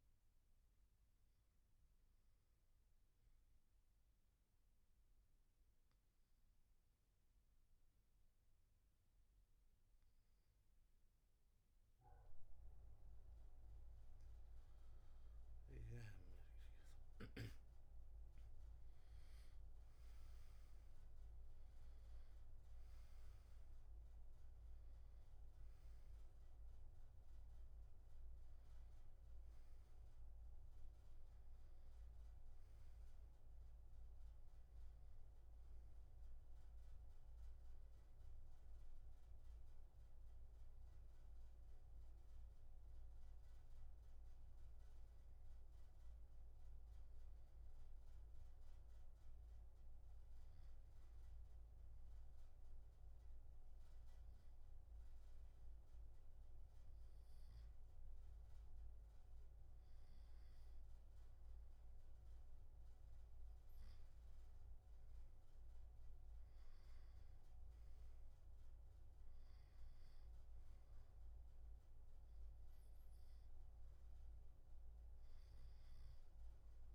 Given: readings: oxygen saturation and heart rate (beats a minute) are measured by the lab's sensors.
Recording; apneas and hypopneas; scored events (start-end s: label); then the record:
breathing in sleep, hard to hear, by a room microphone; 2
1.00-13.00 s: obstructive apnea (oxygen 98% before, 88% lowest, heart rate 72 before, 62 extreme, up 11 after)
12.00-32.00 s: oxygen desaturation (device-marked, oxygen 96% before, 88% lowest, heart rate 70 before, 68 extreme)
16.00-19.50 s: arousal
34.50-37.50 s: arousal
40.00-62.00 s: hypopnea (oxygen 98% before, 87% lowest, heart rate 77 before, 67 extreme, up 2 after)
55.00-76.95 s: oxygen desaturation (device-marked, oxygen 97% before, 92% lowest, heart rate 71 before, 67 extreme)
65.50-68.50 s: arousal
From the record:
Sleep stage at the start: N2 (light sleep); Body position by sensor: on the back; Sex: male